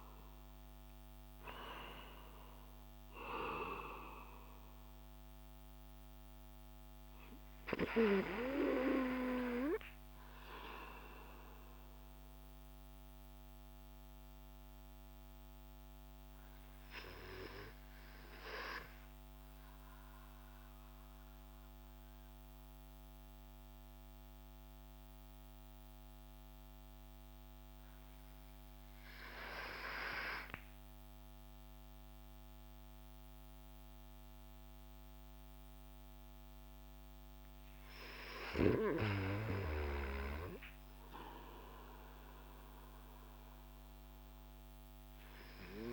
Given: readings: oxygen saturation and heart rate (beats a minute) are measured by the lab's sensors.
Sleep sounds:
breathing in sleep by a microphone on the trachea; 1
0.00-1.00 s: arousal
0.00-14.50 s: oxygen desaturation (device-marked, oxygen 93% lowest)
9.00-40.00 s: mixed apnea (oxygen 96% before, 93% lowest)
From the record:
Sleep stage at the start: N2 (light sleep); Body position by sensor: on the back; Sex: male

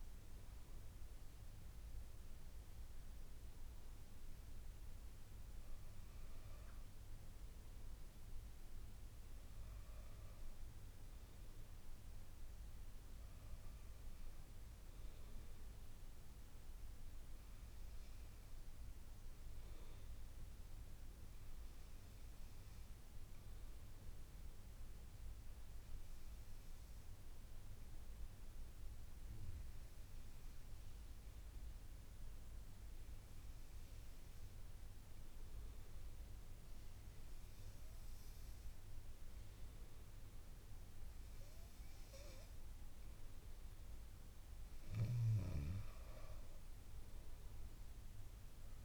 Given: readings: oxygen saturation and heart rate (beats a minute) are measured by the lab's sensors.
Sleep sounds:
breathing in sleep, hard to hear, by a room microphone; 1
21.00-42.50 s: hypopnea (oxygen 97% before, 95% lowest, heart rate 54 before, 51 extreme, up 5 after)
45.50-48.85 s: arousal
From the record:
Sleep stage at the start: N2 (light sleep); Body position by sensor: on the back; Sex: female

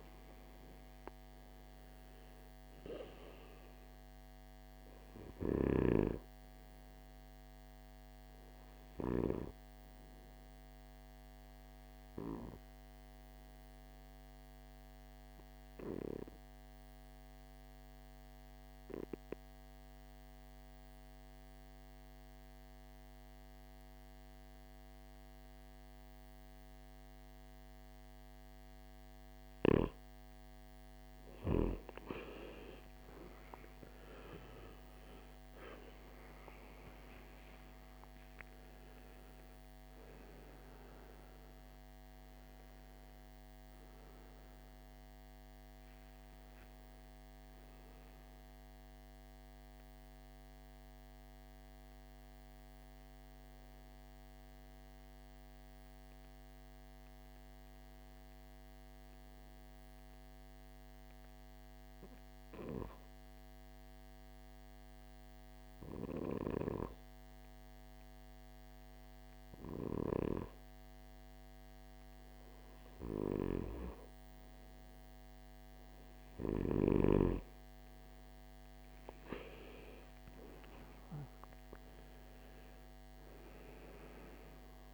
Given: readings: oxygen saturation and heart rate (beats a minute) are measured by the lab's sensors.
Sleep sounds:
breathing in sleep by a microphone on the trachea; 2
0.00-18.50 s: oxygen desaturation (device-marked, oxygen 93% lowest, heart rate 58 extreme)
12.50-28.50 s: obstructive apnea (oxygen 98% before, 88% lowest, heart rate 63 before, 58 extreme, up 11 after)
31.50-56.50 s: oxygen desaturation (device-marked, oxygen 97% before, 88% lowest, heart rate 59 before, 54 extreme)
33.00-36.50 s: arousal
48.50-71.00 s: hypopnea (oxygen 97% before, 86% lowest, heart rate 68 before, 54 extreme, up 4 after)
71.50-75.50 s: arousal
72.50-84.94 s: oxygen desaturation (device-marked, oxygen 100% before, 92% lowest, heart rate 59 before, 54 extreme)
From the record:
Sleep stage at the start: N2 (light sleep); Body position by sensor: on the right side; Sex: male

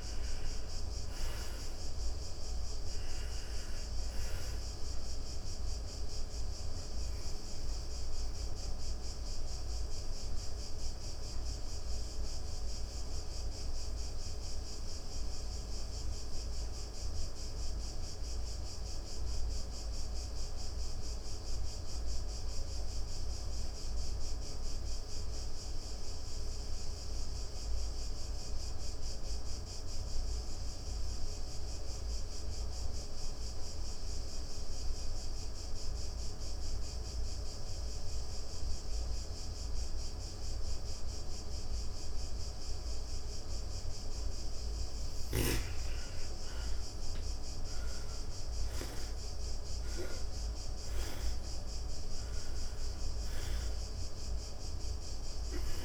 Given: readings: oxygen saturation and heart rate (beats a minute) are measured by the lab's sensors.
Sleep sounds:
breathing in sleep, hard to hear, by a room microphone; 1
0.00-23.50 s: oxygen desaturation (device-marked, oxygen 80% lowest)
6.50-42.50 s: obstructive apnea (oxygen 98% before, 80% lowest)
35.50-55.85 s: oxygen desaturation (device-marked, oxygen 99% before, 80% lowest, heart rate 33 before, 25 extreme)
44.00-48.50 s: arousal
From the record:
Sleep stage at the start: N2 (light sleep); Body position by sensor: on the back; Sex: female

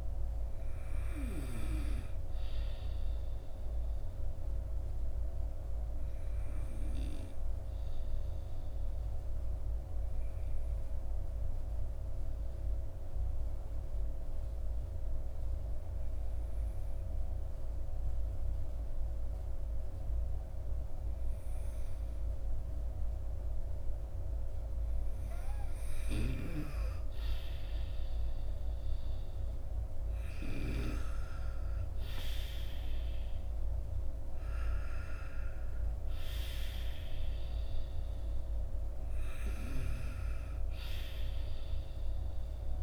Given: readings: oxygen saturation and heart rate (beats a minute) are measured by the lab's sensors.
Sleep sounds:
breathing in sleep by a room microphone; 1
2.50-24.50 s: obstructive apnea (oxygen 96% before, 91% lowest, heart rate 57 before, 47 extreme, up 7 after)
26.50-30.50 s: arousal
34.00-42.83 s: oxygen desaturation (device-marked, oxygen 96% before, 91% lowest, heart rate 53 before, 35 extreme)
From the record:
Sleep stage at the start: N2 (light sleep); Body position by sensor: on the right side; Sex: male

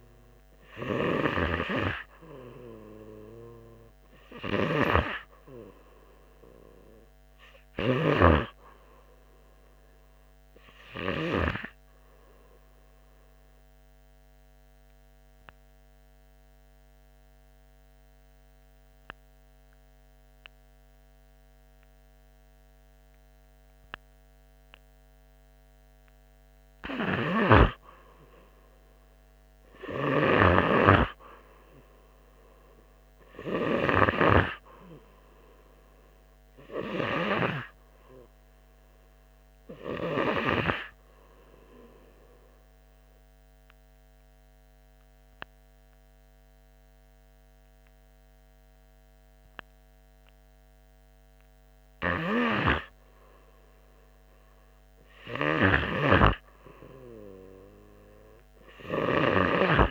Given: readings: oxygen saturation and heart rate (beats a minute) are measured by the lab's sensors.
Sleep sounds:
breathing in sleep by a microphone on the trachea; 2
14.00-28.00 s: obstructive apnea (oxygen 98% before, 91% lowest, heart rate 82 before, 82 extreme, up 3 after)
30.00-33.50 s: arousal
43.00-53.00 s: obstructive apnea (oxygen 98% before, 91% lowest, heart rate 84 before, 83 extreme, up 2 after)
45.50-58.50 s: oxygen desaturation (device-marked, oxygen 98% before, 94% lowest, heart rate 85 before, 83 extreme)
56.00-59.91 s: snoring (device-marked)
57.50-59.91 s: arousal
From the record:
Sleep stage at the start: N2 (light sleep); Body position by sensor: on the right side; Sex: male

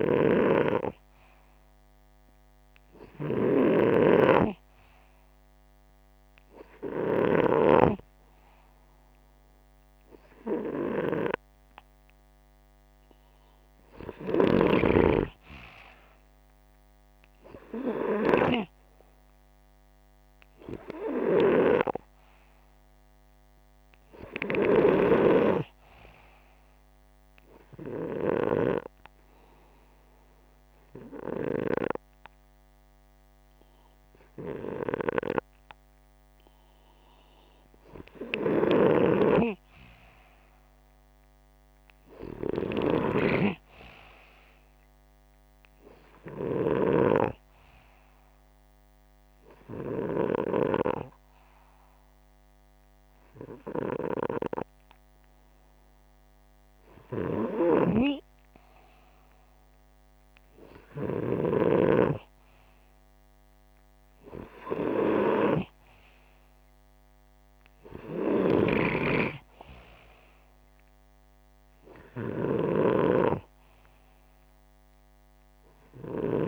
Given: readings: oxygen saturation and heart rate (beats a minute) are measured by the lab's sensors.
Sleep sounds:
breathing in sleep by a microphone on the trachea; none
0.00-7.00 s: snoring (device-marked)
0.00-8.00 s: oxygen desaturation (device-marked, oxygen 93% lowest, heart rate 64 extreme)
16.00-31.00 s: oxygen desaturation (device-marked, oxygen 95% before, 90% lowest, heart rate 66 before, 62 extreme)
38.50-46.50 s: snoring (device-marked)
59.00-70.00 s: oxygen desaturation (device-marked, oxygen 95% before, 92% lowest, heart rate 65 before, 62 extreme)
68.00-76.48 s: snoring (device-marked)
From the record:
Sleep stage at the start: N2 (light sleep); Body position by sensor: upright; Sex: male

